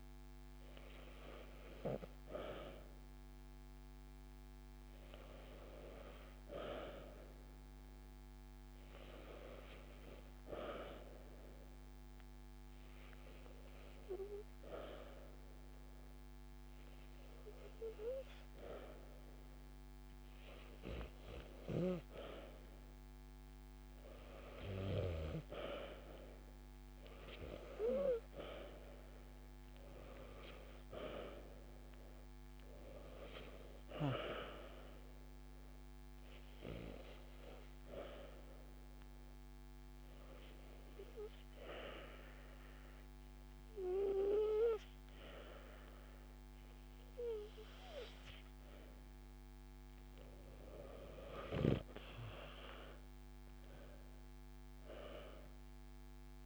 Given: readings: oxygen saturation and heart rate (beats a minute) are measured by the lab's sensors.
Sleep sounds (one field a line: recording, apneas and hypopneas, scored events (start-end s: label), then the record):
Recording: breathing in sleep by a microphone on the trachea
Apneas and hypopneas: 2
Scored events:
11.50-23.00 s: obstructive apnea (oxygen 97% before, 93% lowest)
16.00-18.00 s: long interval between heartbeats (device-marked)
25.00-30.00 s: arousal
37.00-49.50 s: obstructive apnea (oxygen 96% before, 93% lowest)
54.50-56.46 s: arousal
From the record:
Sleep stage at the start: N2 (light sleep)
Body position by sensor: on the back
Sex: female